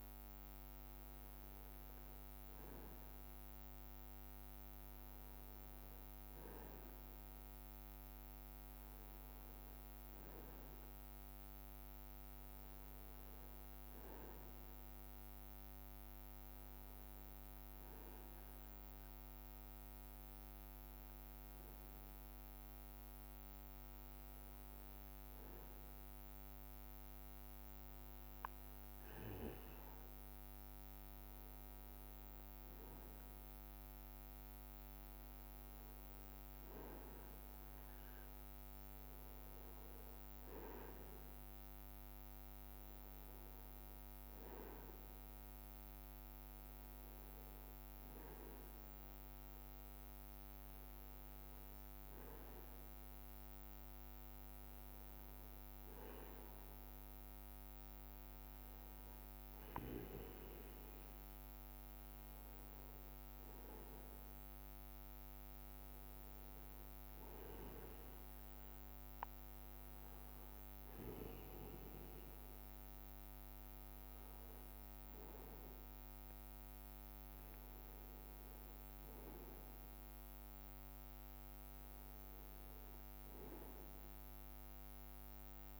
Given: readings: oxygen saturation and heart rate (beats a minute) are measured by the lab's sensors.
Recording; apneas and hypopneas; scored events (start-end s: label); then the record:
breathing in sleep, hard to hear, by a microphone on the trachea; none
none scored
From the record:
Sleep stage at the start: N1 (lightest sleep); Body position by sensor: on the right side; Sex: male